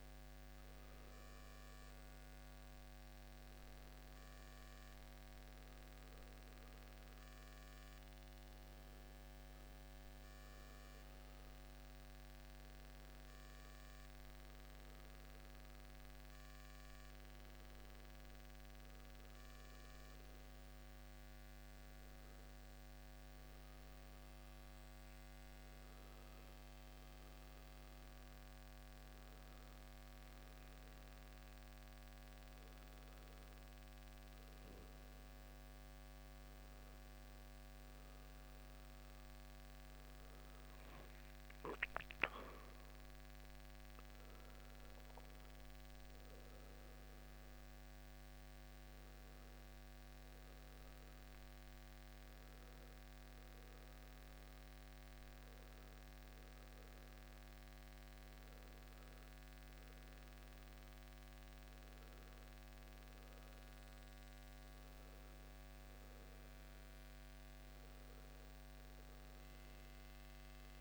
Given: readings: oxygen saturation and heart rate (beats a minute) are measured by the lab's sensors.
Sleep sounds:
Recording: a person awake in a sleep study, hard to hear, by a microphone on the trachea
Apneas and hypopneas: none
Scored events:
44.00-68.00 s: oxygen desaturation (device-marked, oxygen 96% before, 92% lowest, heart rate 70 before, 67 extreme)
From the record:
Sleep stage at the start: awake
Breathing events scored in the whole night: 168 in 3.0 hours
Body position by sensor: on the back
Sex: male

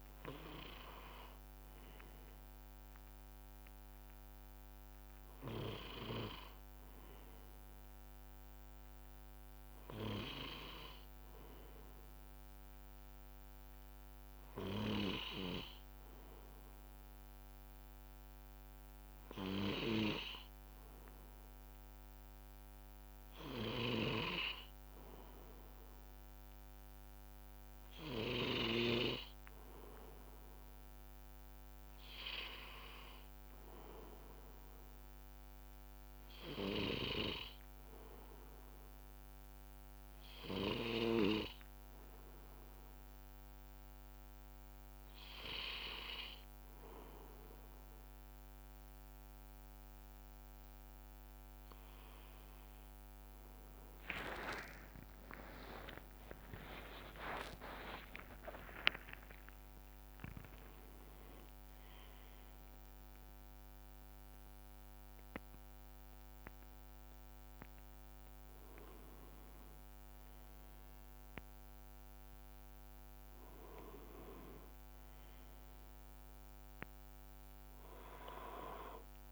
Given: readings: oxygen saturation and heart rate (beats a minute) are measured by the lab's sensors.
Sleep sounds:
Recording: a person awake in a sleep study, by a microphone on the trachea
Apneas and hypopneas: none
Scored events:
40.50-42.50 s: bradycardia (device-marked, heart rate 72 before, 60 extreme)
From the record:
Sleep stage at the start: awake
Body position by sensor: on the back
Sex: male

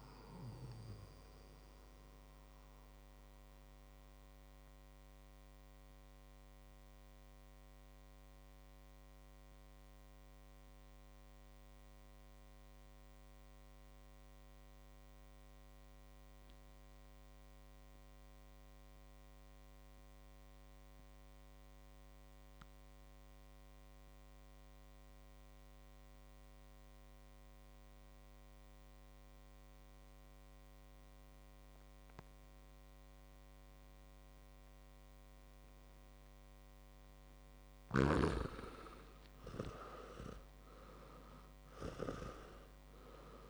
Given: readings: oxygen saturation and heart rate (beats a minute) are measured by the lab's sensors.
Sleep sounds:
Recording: breathing in sleep by a microphone on the trachea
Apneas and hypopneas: 1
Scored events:
0.00-19.50 s: oxygen desaturation (device-marked, oxygen 85% lowest, heart rate 48 extreme)
2.00-37.00 s: mixed apnea (oxygen 98% before, 84% lowest, heart rate 66 before, 49 extreme, up 9 after)
33.50-43.50 s: oxygen desaturation (device-marked, oxygen 100% before, 84% lowest, heart rate 58 before, 54 extreme)
38.00-42.50 s: arousal
From the record:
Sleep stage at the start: REM sleep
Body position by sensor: on the back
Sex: male

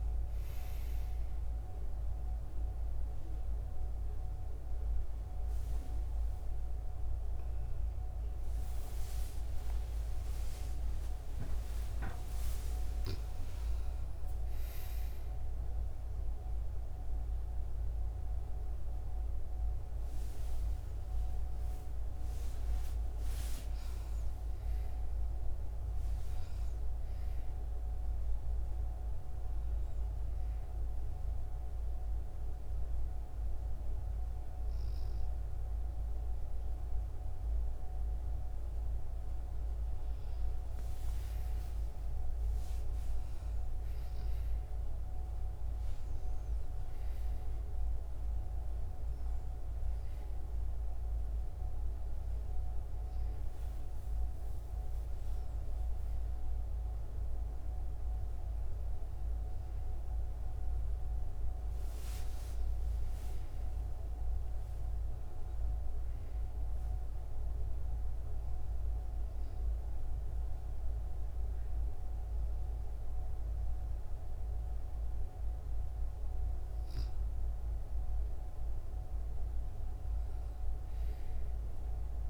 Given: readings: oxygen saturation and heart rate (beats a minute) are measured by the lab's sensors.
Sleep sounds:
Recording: breathing in sleep, hard to hear, by a room microphone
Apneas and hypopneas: 1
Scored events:
8.50-13.50 s: arousal
30.00-40.00 s: hypopnea (oxygen 97% before, 95% lowest, heart rate 81 before, 62 extreme, up 26 after)
42.00-46.50 s: arousal
From the record:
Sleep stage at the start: N2 (light sleep)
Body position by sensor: on the back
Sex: female

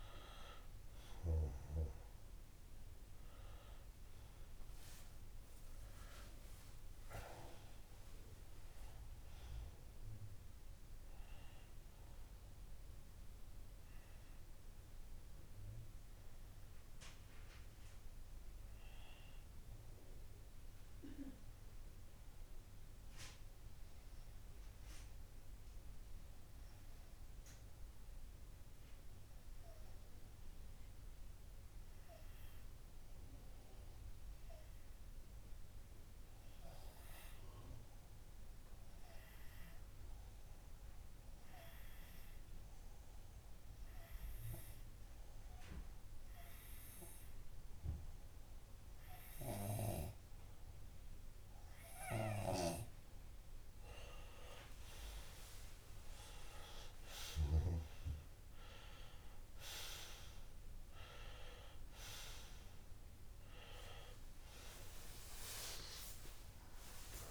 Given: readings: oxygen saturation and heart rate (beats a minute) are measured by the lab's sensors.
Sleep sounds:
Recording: breathing in sleep by a room microphone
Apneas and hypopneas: 1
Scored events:
4.50-8.00 s: arousal
13.50-51.50 s: obstructive apnea (oxygen 98% before, 93% lowest)
37.50-67.31 s: oxygen desaturation (device-marked, oxygen 98% before, 93% lowest)
62.50-67.31 s: new sleep stage, awake
From the record:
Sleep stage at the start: N2 (light sleep)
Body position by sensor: on the left side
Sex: male

